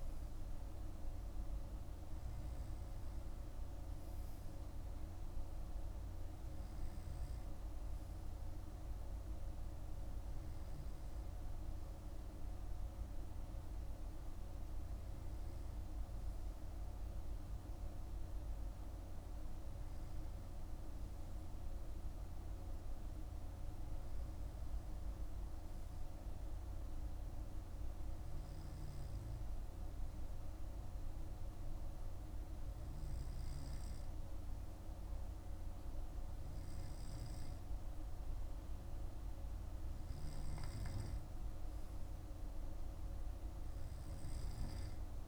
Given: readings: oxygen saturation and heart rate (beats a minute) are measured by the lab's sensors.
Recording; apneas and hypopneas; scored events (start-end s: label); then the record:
breathing in sleep, hard to hear, by a room microphone; none
none scored
From the record:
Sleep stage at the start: N2 (light sleep); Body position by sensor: on the right side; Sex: male